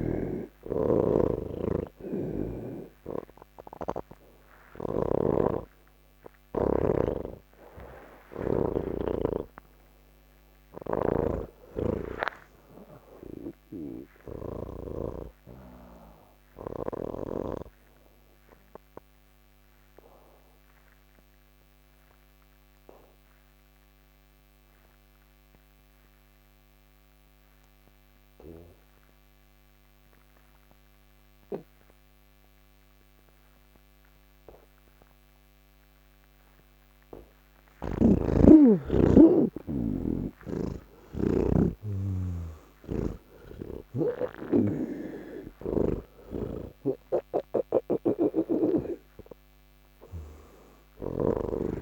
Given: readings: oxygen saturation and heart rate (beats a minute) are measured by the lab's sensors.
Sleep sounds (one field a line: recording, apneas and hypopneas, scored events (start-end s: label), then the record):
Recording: breathing in sleep by a microphone on the trachea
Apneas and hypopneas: 1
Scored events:
0.00-20.00 s: oxygen desaturation (device-marked, oxygen 82% lowest, heart rate 40 extreme)
2.00-17.50 s: snoring (device-marked)
14.50-35.00 s: obstructive apnea (oxygen 94% before, 82% lowest, heart rate 110 before, 73 extreme, up 38 after)
34.00-51.82 s: oxygen desaturation (device-marked, oxygen 99% before, 83% lowest, heart rate 99 before, 88 extreme)
42.50-51.50 s: snoring (device-marked)
From the record:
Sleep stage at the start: N1 (lightest sleep)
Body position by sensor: on the back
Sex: male